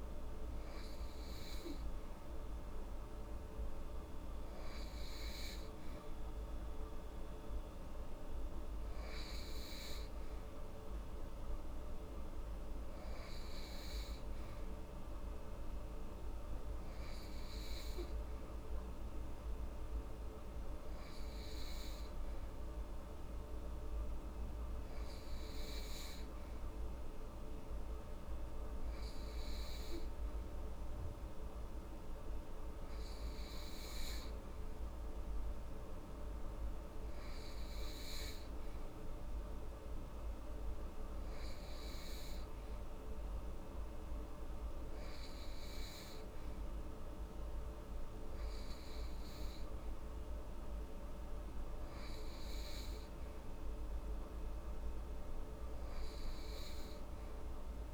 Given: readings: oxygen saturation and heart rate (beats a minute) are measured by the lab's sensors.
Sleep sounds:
breathing in sleep, hard to hear, by a room microphone; none
none scored
From the record:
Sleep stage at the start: N2 (light sleep); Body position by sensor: upright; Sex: female

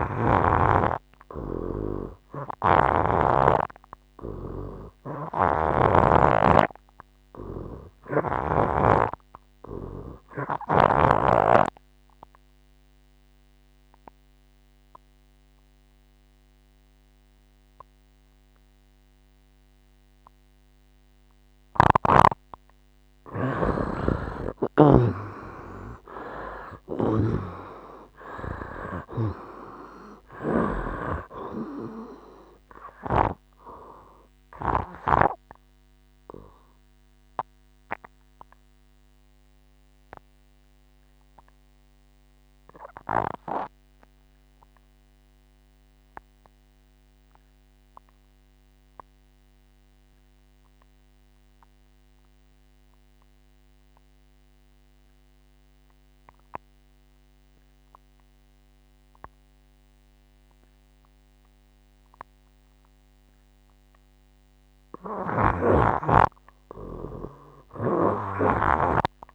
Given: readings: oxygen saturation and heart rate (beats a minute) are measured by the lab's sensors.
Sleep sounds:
breathing in sleep by a microphone on the trachea; 2
5.00-7.00 s: long interval between heartbeats (device-marked, heart rate 84 before, 96 extreme)
5.50-9.00 s: snoring (device-marked)
10.50-22.50 s: obstructive apnea (oxygen 85% before, 55% lowest, heart rate 86 before, 75 extreme, up 16 after)
17.00-50.00 s: oxygen desaturation (device-marked, oxygen 73% before, 55% lowest, heart rate 86 before, 72 extreme)
24.00-31.00 s: snoring (device-marked)
24.50-28.50 s: arousal
35.00-64.50 s: obstructive apnea (oxygen 73% before, 46% lowest, heart rate 84 before, 72 extreme, up 11 after)
59.00-69.35 s: oxygen desaturation (device-marked, oxygen 94% before, 58% lowest, heart rate 75 before, 70 extreme)
65.50-69.00 s: snoring (device-marked)
67.50-69.35 s: arousal
From the record:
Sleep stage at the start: N2 (light sleep); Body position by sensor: on the right side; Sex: male

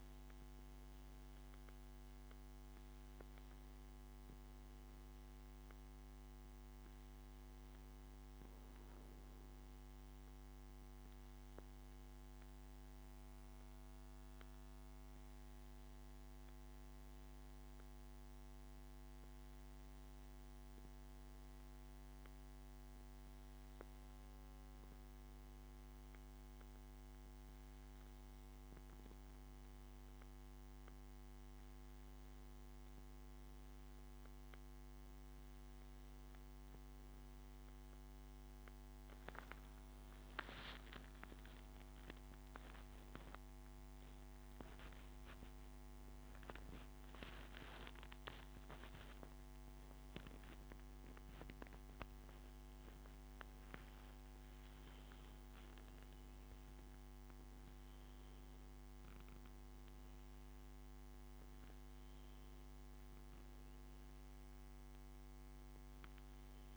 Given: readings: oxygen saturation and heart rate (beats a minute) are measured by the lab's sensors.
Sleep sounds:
breathing in sleep, hard to hear, by a microphone on the trachea; none
42.50-48.50 s: arousal
From the record:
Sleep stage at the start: N1 (lightest sleep); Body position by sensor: on the back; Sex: male

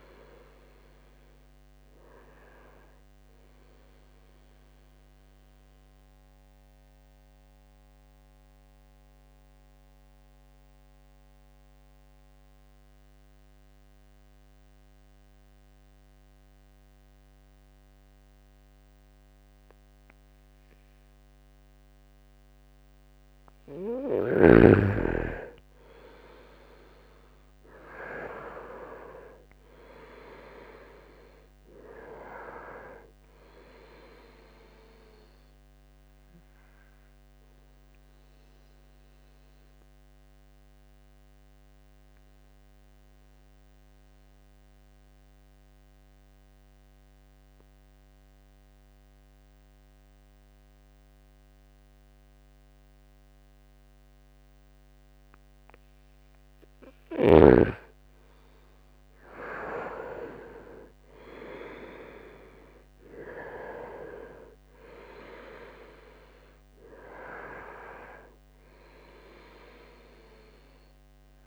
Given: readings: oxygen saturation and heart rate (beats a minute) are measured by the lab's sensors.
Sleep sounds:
breathing in sleep by a microphone on the trachea; 2
0.00-5.00 s: oxygen desaturation (device-marked, oxygen 90% lowest, heart rate 62 extreme)
5.00-23.00 s: mixed apnea (oxygen 97% before, 89% lowest, heart rate 71 before, 63 extreme, up 5 after)
24.00-29.00 s: arousal
29.00-52.00 s: oxygen desaturation (device-marked, oxygen 99% before, 89% lowest, heart rate 67 before, 63 extreme)
38.50-56.50 s: mixed apnea (oxygen 99% before, 89% lowest, heart rate 69 before, 64 extreme, up 3 after)
57.00-71.47 s: oxygen desaturation (device-marked, oxygen 98% before, 89% lowest, heart rate 66 before, 64 extreme)
58.00-62.50 s: arousal
From the record:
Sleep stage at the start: N2 (light sleep); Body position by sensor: on the right side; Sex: male

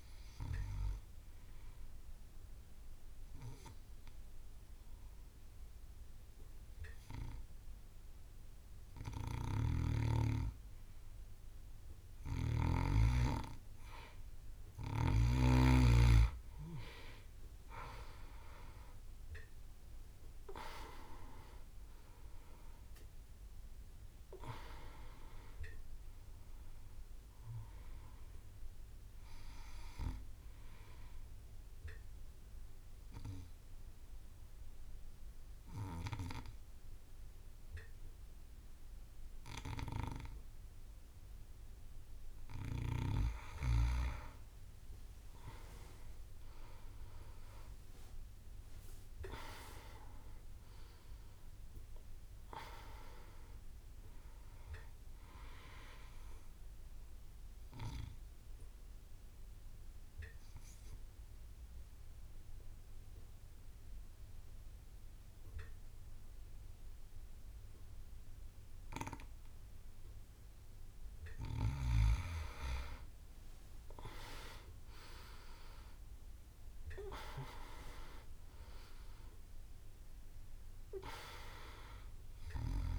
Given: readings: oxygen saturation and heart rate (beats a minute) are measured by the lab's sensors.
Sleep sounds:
breathing in sleep by a room microphone; 3
1.50-12.50 s: obstructive apnea (oxygen 97% before, 92% lowest)
17.00-22.50 s: arousal
20.00-41.00 s: oxygen desaturation (device-marked, oxygen 97% before, 92% lowest)
32.00-43.50 s: obstructive apnea (oxygen 97% before, 92% lowest)
47.00-51.50 s: arousal
58.00-71.50 s: obstructive apnea (oxygen 98% before, 90% lowest)
74.50-79.50 s: arousal
76.00-82.99 s: oxygen desaturation (device-marked, oxygen 98% before, 92% lowest)
From the record:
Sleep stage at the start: N2 (light sleep); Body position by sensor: on the back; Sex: male

